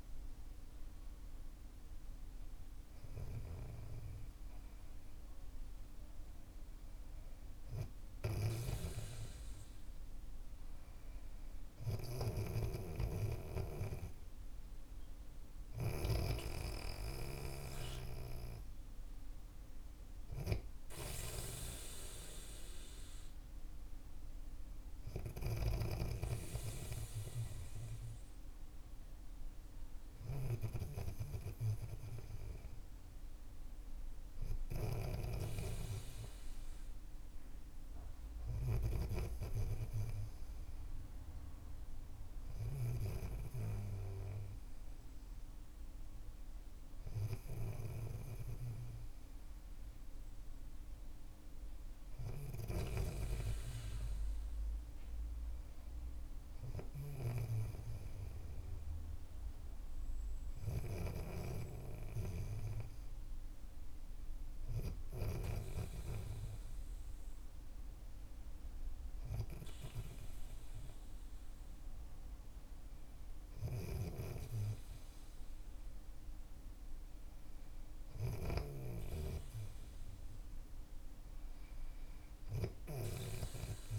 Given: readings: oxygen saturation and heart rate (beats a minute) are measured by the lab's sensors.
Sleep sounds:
breathing in sleep by a room microphone; none
8.50-16.50 s: snoring (device-marked)
35.50-43.00 s: snoring (device-marked)
52.50-65.50 s: snoring (device-marked)
73.50-79.00 s: snoring (device-marked)
From the record:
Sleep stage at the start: N2 (light sleep); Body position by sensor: on the back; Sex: male

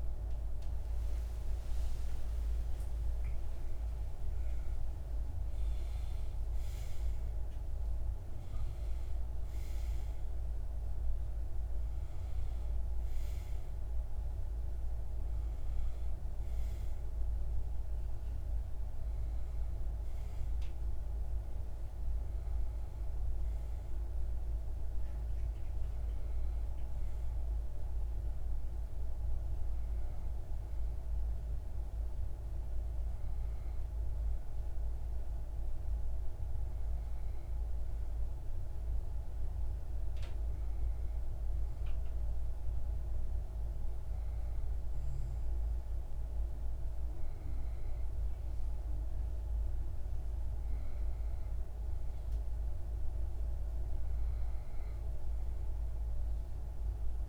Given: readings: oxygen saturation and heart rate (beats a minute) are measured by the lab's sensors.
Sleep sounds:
breathing in sleep, hard to hear, by a room microphone; none
0.00-5.00 s: arousal
From the record:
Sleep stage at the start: N1 (lightest sleep); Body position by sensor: on the back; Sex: male

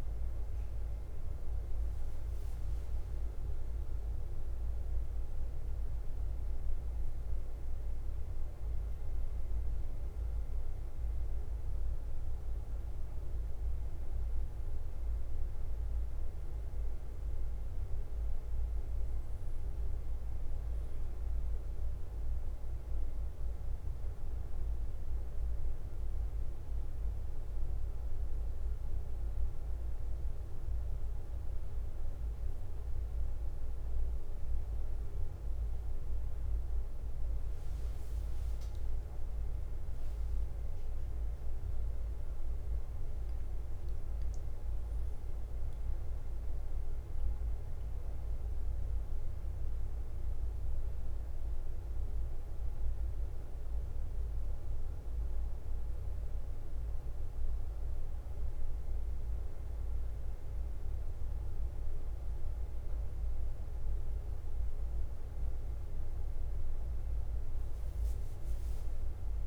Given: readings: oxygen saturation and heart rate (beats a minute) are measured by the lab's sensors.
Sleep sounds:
breathing in sleep, hard to hear, by a room microphone; none
0.00-69.47 s: bradycardia (device-marked, heart rate 45 extreme)
From the record:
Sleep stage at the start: N1 (lightest sleep); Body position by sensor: on the back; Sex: male

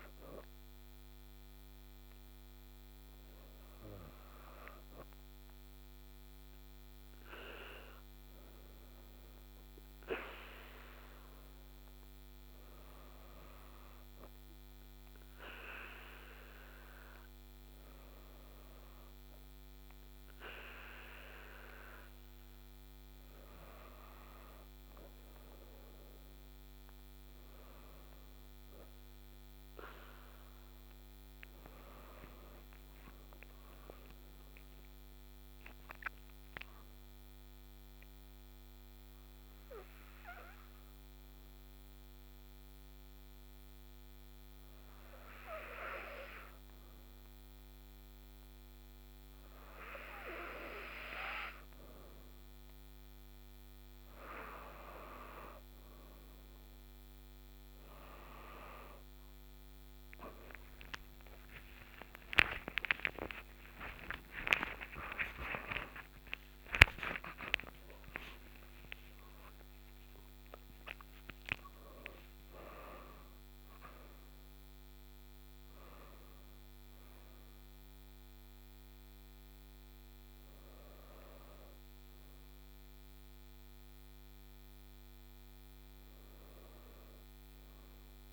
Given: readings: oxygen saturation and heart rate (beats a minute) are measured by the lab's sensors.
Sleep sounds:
a person partly awake in a sleep study, by a microphone on the trachea; 1
31.00-34.00 s: arousal
36.00-51.00 s: hypopnea (oxygen 97% before, 93% lowest, heart rate 107 before, 68 extreme)
56.00-76.00 s: oxygen desaturation (device-marked, oxygen 98% before, 93% lowest, heart rate 100 before, 81 extreme)
60.00-88.32 s: new sleep stage, awake
From the record:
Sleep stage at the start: N2 (light sleep); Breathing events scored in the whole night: 86 in 5.5 hours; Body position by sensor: on the back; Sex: female

